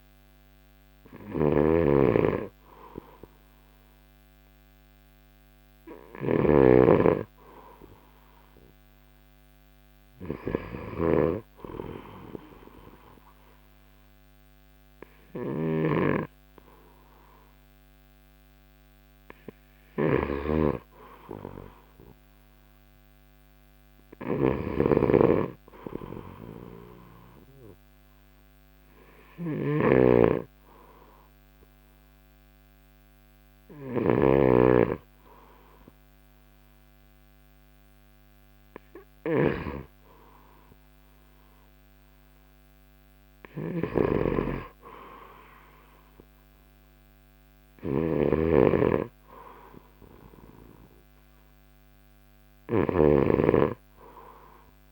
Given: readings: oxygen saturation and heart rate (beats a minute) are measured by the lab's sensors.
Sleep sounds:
breathing in sleep by a microphone on the trachea; none
0.00-1.50 s: oxygen desaturation (device-marked, oxygen 90% lowest, heart rate 63 extreme)
0.00-34.50 s: snoring (device-marked)
8.50-14.50 s: oxygen desaturation (device-marked, oxygen 96% before, 93% lowest, heart rate 66 before, 61 extreme)
35.50-54.91 s: new sleep stage, N3 (deep sleep)
43.50-54.91 s: snoring (device-marked)
From the record:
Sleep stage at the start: N2 (light sleep); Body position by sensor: on the right side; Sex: male

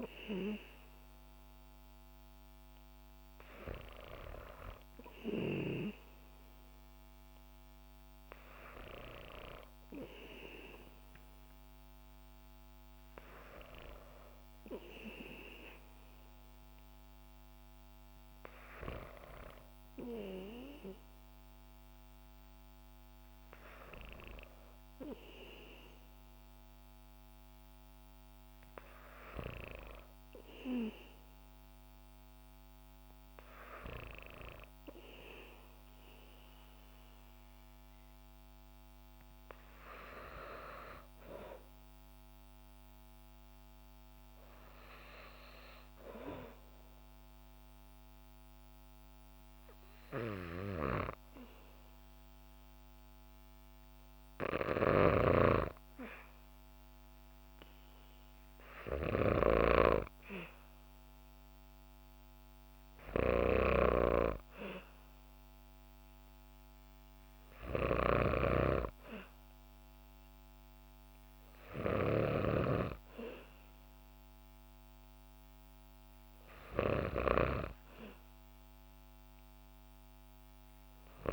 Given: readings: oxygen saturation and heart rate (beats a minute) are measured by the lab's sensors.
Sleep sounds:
breathing in sleep by a microphone on the trachea; none
54.50-59.50 s: snoring (device-marked)
68.00-72.00 s: snoring (device-marked)
From the record:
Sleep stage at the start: N2 (light sleep); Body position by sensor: on the back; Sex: female

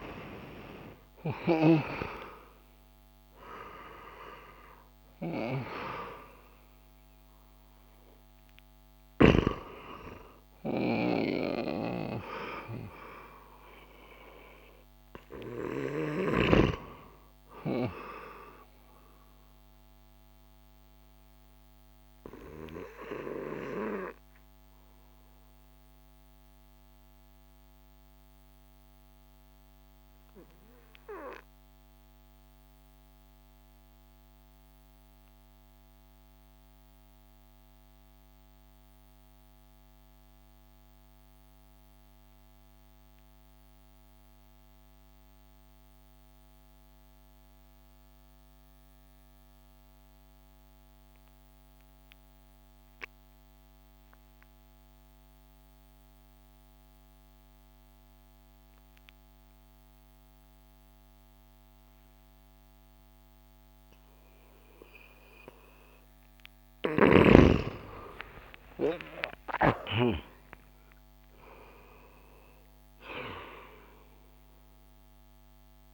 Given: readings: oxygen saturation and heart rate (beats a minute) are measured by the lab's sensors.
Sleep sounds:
breathing in sleep by a microphone on the trachea; 1
0.00-3.00 s: arousal
0.50-32.50 s: oxygen desaturation (device-marked, oxygen 95% before, 85% lowest)
19.00-65.00 s: mixed apnea (oxygen 96% before, 85% lowest)
51.50-75.94 s: oxygen desaturation (device-marked, oxygen 98% before, 87% lowest)
67.50-72.00 s: arousal
From the record:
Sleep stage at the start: N2 (light sleep); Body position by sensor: on the back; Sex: male

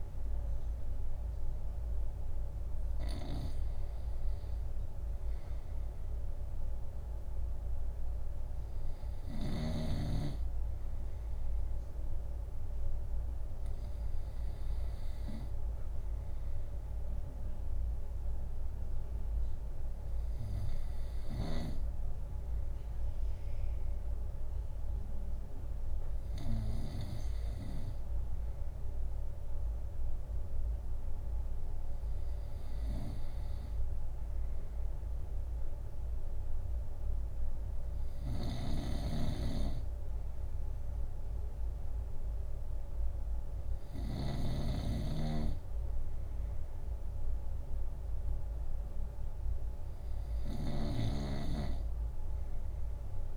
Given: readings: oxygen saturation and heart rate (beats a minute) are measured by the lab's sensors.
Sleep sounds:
breathing in sleep by a room microphone; none
0.00-3.50 s: snoring (device-marked)
21.50-27.00 s: snoring (device-marked)
33.00-44.50 s: snoring (device-marked)
50.50-53.37 s: snoring (device-marked)
From the record:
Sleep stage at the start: N2 (light sleep); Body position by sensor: on the right side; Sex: male

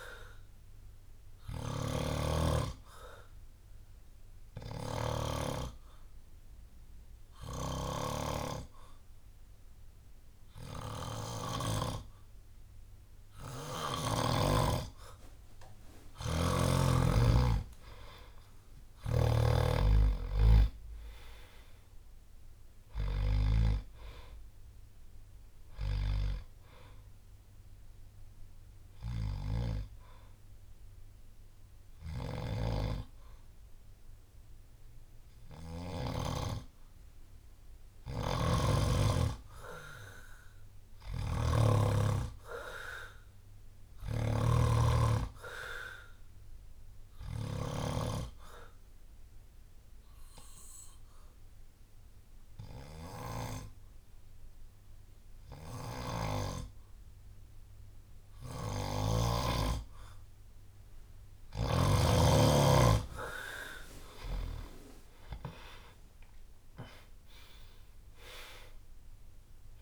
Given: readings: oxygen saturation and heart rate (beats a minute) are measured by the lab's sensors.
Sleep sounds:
breathing in sleep by a room microphone; 3
0.00-6.50 s: drop in pulse transit time (device-marked, heart rate 63 extreme)
0.00-11.50 s: snoring (device-marked)
1.00-14.00 s: obstructive apnea (oxygen 97% before, 92% lowest, heart rate 67 before, 57 extreme, up 13 after)
16.50-20.50 s: arousal
18.50-23.50 s: snoring (device-marked)
19.50-30.50 s: drop in pulse transit time (device-marked, heart rate 65 before, 60 extreme)
24.50-30.50 s: oxygen desaturation (device-marked, oxygen 96% before, 93% lowest, heart rate 65 before, 57 extreme)
27.50-33.50 s: bradycardia (device-marked, heart rate 65 before, 57 extreme)
28.00-38.00 s: hypopnea (oxygen 97% before, 91% lowest, heart rate 65 before, 58 extreme, up 13 after)
32.00-36.00 s: snoring (device-marked)
38.00-47.50 s: snoring (device-marked)
39.50-43.50 s: arousal
47.50-59.50 s: obstructive apnea (oxygen 97% before, 91% lowest, heart rate 63 before, 58 extreme, up 14 after)
50.50-59.50 s: bradycardia (device-marked, heart rate 65 before, 58 extreme)
52.50-60.50 s: oxygen desaturation (device-marked, oxygen 97% before, 93% lowest, heart rate 64 before, 58 extreme)
64.50-68.00 s: arousal
66.50-69.82 s: oxygen desaturation (device-marked, oxygen 96% before, 91% lowest, heart rate 61 before, 57 extreme)
From the record:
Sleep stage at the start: N2 (light sleep); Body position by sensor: on the back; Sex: male

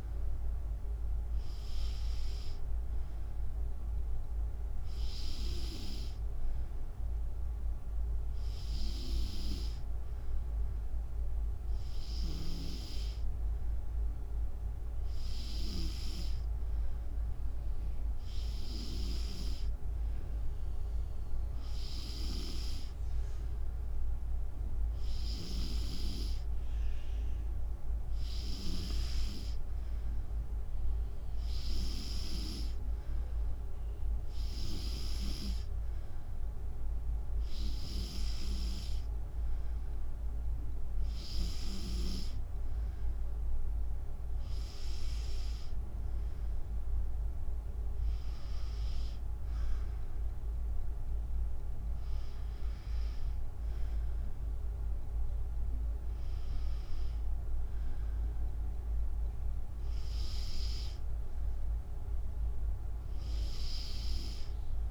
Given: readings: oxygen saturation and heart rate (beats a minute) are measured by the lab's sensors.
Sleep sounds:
breathing in sleep by a room microphone; none
0.00-3.50 s: drop in pulse transit time (device-marked, heart rate 75 extreme)
37.50-48.50 s: drop in pulse transit time (device-marked, heart rate 74 before, 74 extreme)
From the record:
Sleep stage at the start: N2 (light sleep); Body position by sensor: on the back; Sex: female

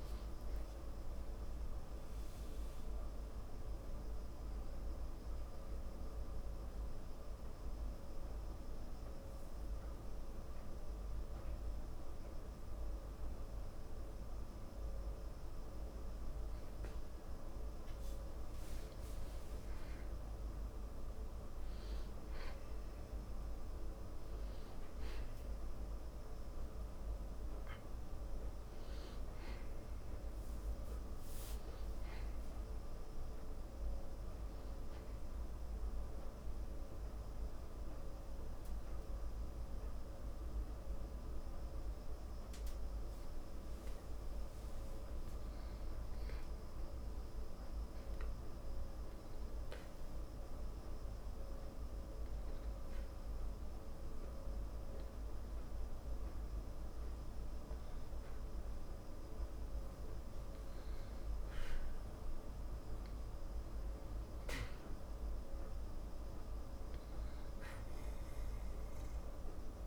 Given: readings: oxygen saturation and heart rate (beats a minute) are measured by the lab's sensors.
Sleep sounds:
breathing in sleep, hard to hear, by a room microphone; 2
5.00-17.00 s: obstructive apnea (oxygen 98% before, 93% lowest)
20.50-25.00 s: arousal
23.00-46.00 s: oxygen desaturation (device-marked, oxygen 97% before, 93% lowest)
49.50-59.50 s: obstructive apnea (oxygen 98% before, 94% lowest, heart rate 33 before, 27 extreme, up 24 after)
62.00-66.00 s: arousal
From the record:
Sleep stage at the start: N2 (light sleep); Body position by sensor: on the back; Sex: male

